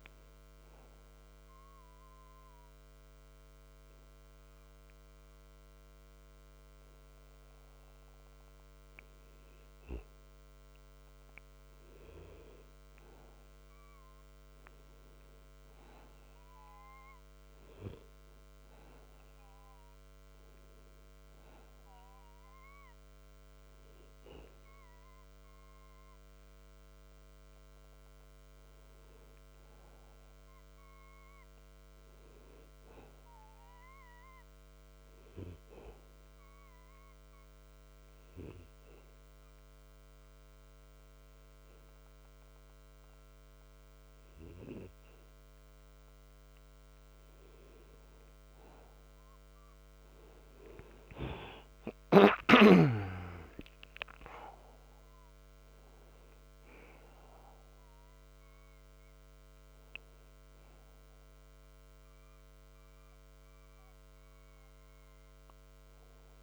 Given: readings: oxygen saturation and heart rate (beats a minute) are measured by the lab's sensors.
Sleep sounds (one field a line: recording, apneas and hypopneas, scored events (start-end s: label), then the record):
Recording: breathing in sleep by a microphone on the trachea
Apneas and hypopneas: 2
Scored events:
0.00-9.50 s: oxygen desaturation (device-marked, oxygen 91% lowest)
0.50-11.50 s: obstructive apnea (oxygen 96% before, 91% lowest)
13.50-17.50 s: arousal
22.50-38.50 s: oxygen desaturation (device-marked, oxygen 97% before, 93% lowest)
36.00-47.00 s: obstructive apnea (oxygen 97% before, 91% lowest)
51.00-55.00 s: arousal
61.50-66.43 s: oxygen desaturation (device-marked, oxygen 95% before, 91% lowest)
From the record:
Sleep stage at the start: N2 (light sleep)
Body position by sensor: on the back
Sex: male